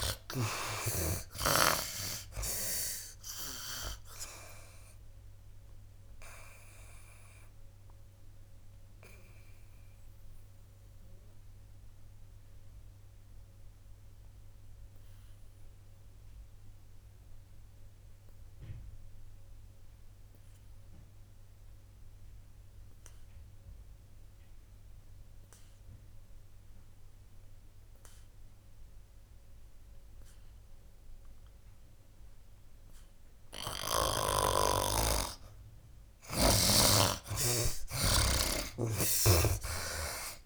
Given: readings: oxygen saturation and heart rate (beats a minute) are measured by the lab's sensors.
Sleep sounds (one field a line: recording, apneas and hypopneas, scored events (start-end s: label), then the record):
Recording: breathing in sleep by a room microphone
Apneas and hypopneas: 1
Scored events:
0.00-25.00 s: oxygen desaturation (device-marked, oxygen 71% lowest, heart rate 66 extreme)
6.50-35.00 s: obstructive apnea (oxygen 97% before, 71% lowest, heart rate 74 before, 66 extreme, up 11 after)
36.00-40.46 s: snoring (device-marked)
37.00-40.46 s: oxygen desaturation (device-marked, oxygen 98% before, 80% lowest, heart rate 68 before, 64 extreme)
From the record:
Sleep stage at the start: N2 (light sleep)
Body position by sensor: on the back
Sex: male